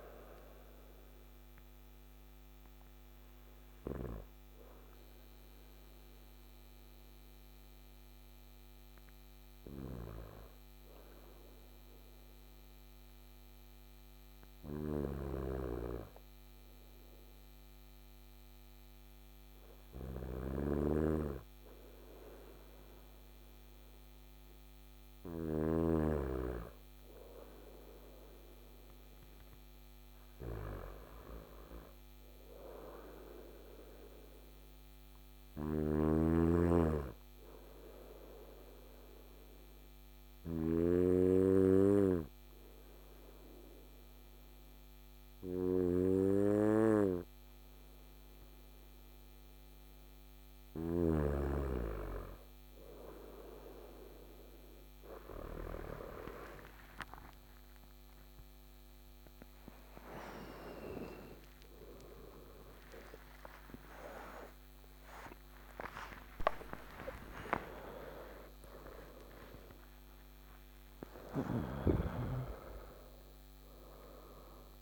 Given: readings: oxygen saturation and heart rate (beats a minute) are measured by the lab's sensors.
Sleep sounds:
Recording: breathing in sleep by a microphone on the trachea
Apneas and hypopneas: 2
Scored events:
0.00-9.00 s: oxygen desaturation (device-marked, oxygen 90% lowest, heart rate 56 extreme)
1.00-18.50 s: obstructive apnea (oxygen 96% before, 90% lowest, heart rate 68 before, 56 extreme, up 2 after)
19.50-25.00 s: snoring (device-marked)
21.00-26.00 s: arousal
34.00-50.00 s: obstructive apnea (oxygen 100% before, 95% lowest, heart rate 58 before, 56 extreme, up 8 after)
35.00-50.50 s: snoring (device-marked)
53.50-60.50 s: arousal
63.00-74.82 s: new sleep stage, N1 (lightest sleep)
From the record:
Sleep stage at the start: N2 (light sleep)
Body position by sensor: on the front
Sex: male

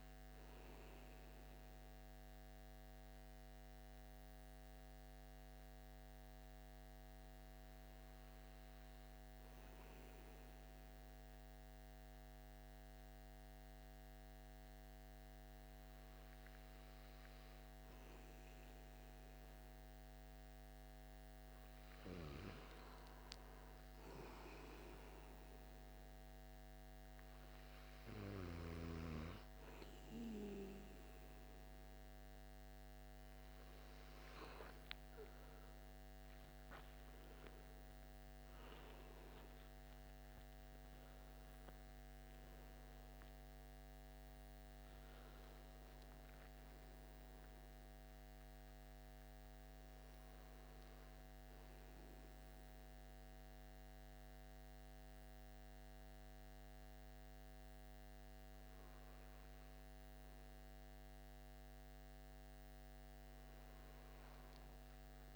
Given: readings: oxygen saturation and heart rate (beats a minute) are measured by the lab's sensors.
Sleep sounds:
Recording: breathing in sleep by a microphone on the trachea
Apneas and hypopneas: 1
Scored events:
1.50-17.50 s: hypopnea (oxygen 95% before, 93% lowest)
20.50-24.50 s: arousal
From the record:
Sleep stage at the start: N2 (light sleep)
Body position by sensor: on the right side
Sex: male

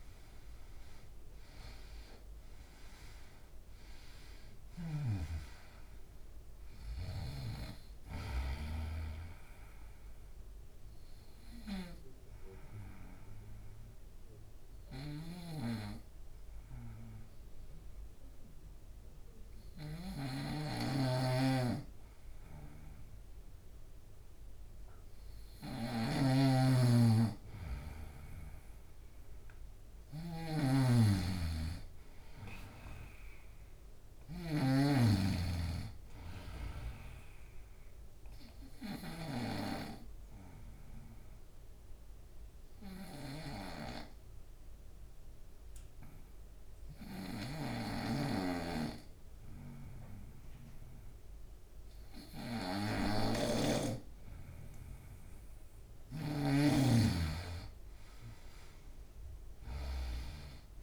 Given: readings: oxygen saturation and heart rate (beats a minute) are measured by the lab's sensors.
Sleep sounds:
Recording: breathing in sleep by a room microphone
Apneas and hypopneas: 2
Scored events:
3.50-31.50 s: oxygen desaturation (device-marked, oxygen 98% before, 91% lowest, heart rate 75 before, 70 extreme)
8.50-24.50 s: obstructive apnea (oxygen 98% before, 90% lowest, heart rate 77 before, 73 extreme, up 1 after)
14.50-39.00 s: snoring (device-marked)
28.00-31.50 s: arousal
38.50-54.50 s: obstructive apnea (oxygen 98% before, 90% lowest, heart rate 74 before, 70 extreme, up 7 after)
39.50-56.50 s: oxygen desaturation (device-marked, oxygen 98% before, 93% lowest, heart rate 74 before, 70 extreme)
46.50-60.83 s: snoring (device-marked)
58.00-60.83 s: arousal
From the record:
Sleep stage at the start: N2 (light sleep)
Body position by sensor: on the right side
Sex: male

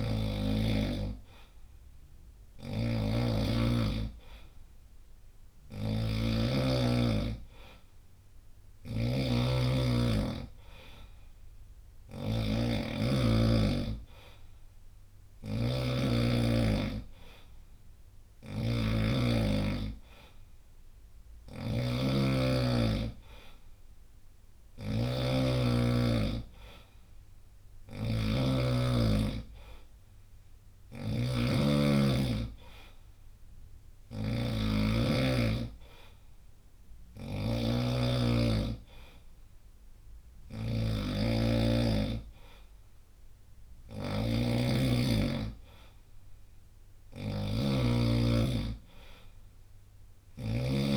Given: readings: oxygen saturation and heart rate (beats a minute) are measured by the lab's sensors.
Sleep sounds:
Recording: breathing in sleep by a room microphone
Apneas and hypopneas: none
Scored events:
0.00-50.97 s: snoring (device-marked)
From the record:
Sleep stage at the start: N2 (light sleep)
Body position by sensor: on the right side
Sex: male

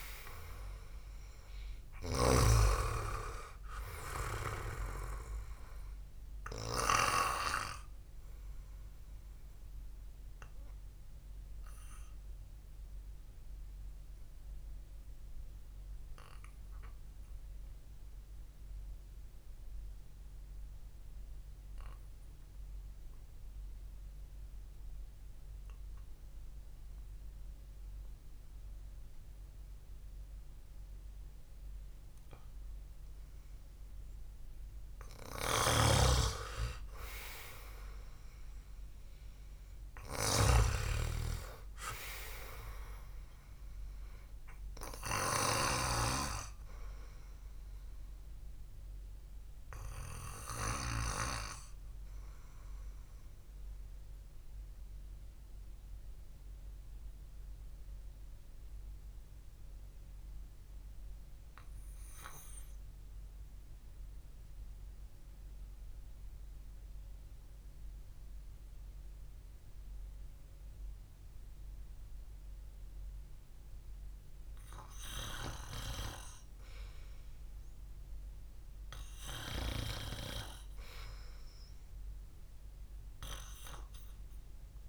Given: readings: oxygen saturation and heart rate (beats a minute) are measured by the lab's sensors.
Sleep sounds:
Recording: breathing in sleep by a room microphone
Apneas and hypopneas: 2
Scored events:
0.00-2.50 s: snoring (device-marked)
1.50-16.50 s: oxygen desaturation (device-marked, oxygen 98% before, 93% lowest, heart rate 59 before, 51 extreme)
12.50-33.00 s: obstructive apnea (oxygen 98% before, 92% lowest, heart rate 56 before, 51 extreme)
18.50-26.50 s: oxygen desaturation (device-marked, oxygen 95% before, 92% lowest, heart rate 58 before, 51 extreme)
35.50-39.50 s: arousal
36.00-46.50 s: snoring (device-marked)
43.50-52.50 s: oxygen desaturation (device-marked, oxygen 98% before, 94% lowest, heart rate 58 before, 57 extreme)
50.50-76.00 s: obstructive apnea (oxygen 98% before, 91% lowest, heart rate 55 before, 48 extreme, up 1 after)
54.50-64.50 s: oxygen desaturation (device-marked, oxygen 96% before, 92% lowest, heart rate 56 before, 48 extreme)
78.50-81.50 s: arousal
82.50-84.89 s: oxygen desaturation (device-marked, oxygen 98% before, 94% lowest, heart rate 60 before, 50 extreme)
From the record:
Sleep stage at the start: REM sleep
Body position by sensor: on the back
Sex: male

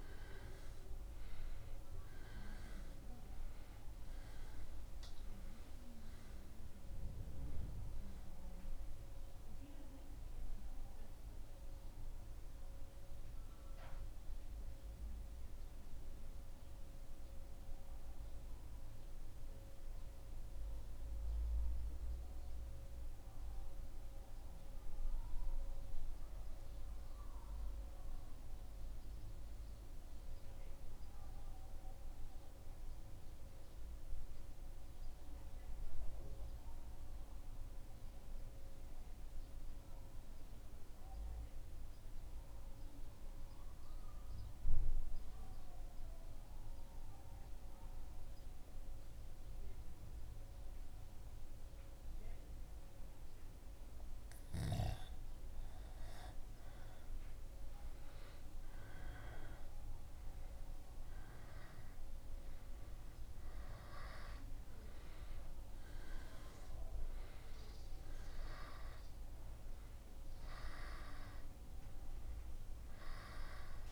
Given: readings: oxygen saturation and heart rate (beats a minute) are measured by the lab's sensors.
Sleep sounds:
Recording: breathing in sleep by a room microphone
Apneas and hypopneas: 1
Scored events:
17.50-54.50 s: mixed apnea (oxygen 97% before, 93% lowest, heart rate 76 before, 74 extreme, up 1 after)
22.00-73.92 s: new sleep stage, N2 (light sleep)
56.00-60.50 s: arousal
From the record:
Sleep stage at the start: N1 (lightest sleep)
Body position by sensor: on the back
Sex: male

